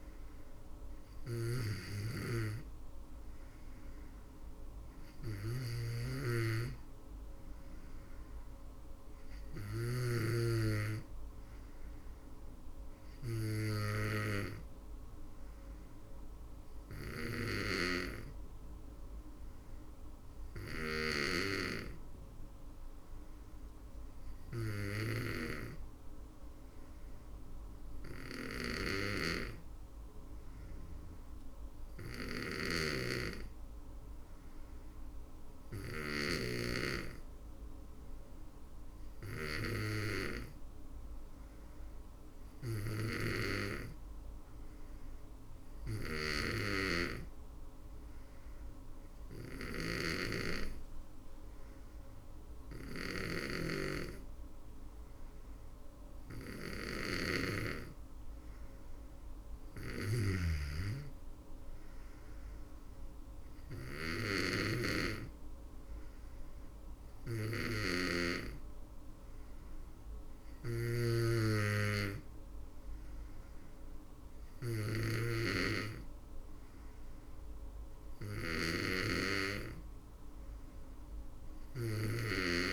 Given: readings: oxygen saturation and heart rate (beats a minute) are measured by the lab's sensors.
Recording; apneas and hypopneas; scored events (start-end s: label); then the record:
breathing in sleep by a room microphone; none
31.50-35.50 s: snoring (device-marked)
From the record:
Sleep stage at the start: N2 (light sleep); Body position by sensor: on the back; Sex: female